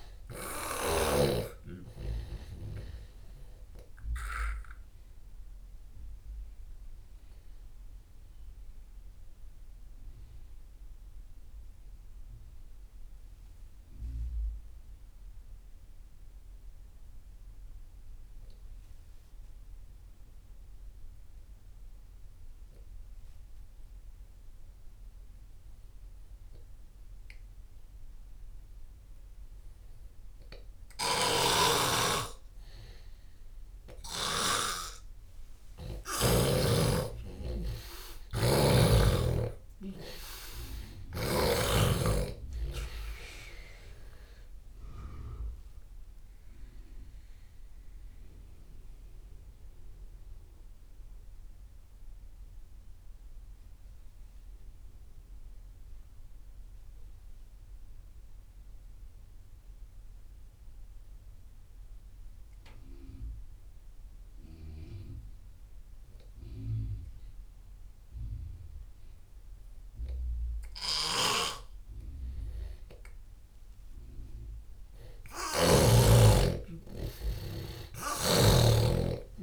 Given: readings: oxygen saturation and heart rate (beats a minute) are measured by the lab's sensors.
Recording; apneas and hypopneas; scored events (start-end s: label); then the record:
breathing in sleep by a room microphone; 2
0.00-1.00 s: snoring (device-marked)
0.00-24.00 s: oxygen desaturation (device-marked, oxygen 83% lowest)
4.50-33.50 s: mixed apnea (oxygen 98% before, 83% lowest)
31.00-34.50 s: snoring (device-marked)
34.00-37.00 s: arousal
37.00-67.00 s: oxygen desaturation (device-marked, oxygen 97% before, 83% lowest)
45.00-71.00 s: obstructive apnea (oxygen 98% before, 82% lowest)
71.00-76.00 s: snoring (device-marked)
74.00-78.50 s: arousal
From the record:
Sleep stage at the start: N2 (light sleep); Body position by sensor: on the left side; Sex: male